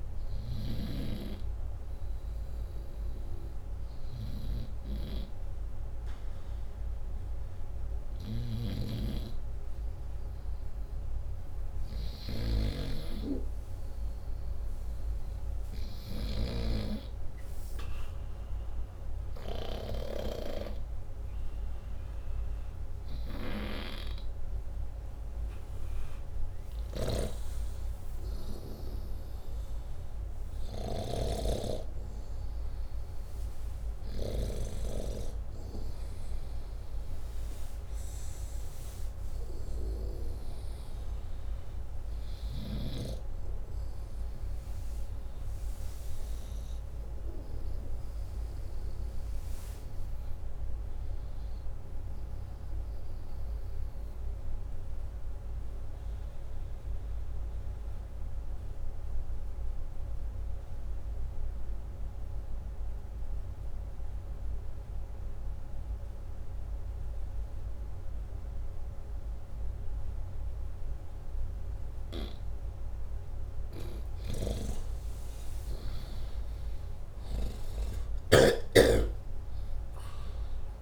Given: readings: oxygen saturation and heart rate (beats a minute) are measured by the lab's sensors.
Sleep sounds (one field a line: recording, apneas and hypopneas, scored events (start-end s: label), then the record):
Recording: breathing in sleep by a room microphone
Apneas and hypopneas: 2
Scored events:
7.50-15.50 s: snoring (device-marked)
8.00-12.00 s: arousal
16.00-26.00 s: hypopnea (oxygen 96% before, 94% lowest, heart rate 110 before, 54 extreme, up 11 after)
27.00-31.00 s: arousal
30.00-33.50 s: snoring (device-marked)
51.50-72.50 s: hypopnea (oxygen 96% before, 93% lowest, heart rate 106 before, 107 extreme, up 1 after)
68.00-80.82 s: new sleep stage, awake
76.00-80.82 s: oxygen desaturation (device-marked, oxygen 97% before, 94% lowest, heart rate 154 before, 61 extreme)
From the record:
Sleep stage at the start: N2 (light sleep)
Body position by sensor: upright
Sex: male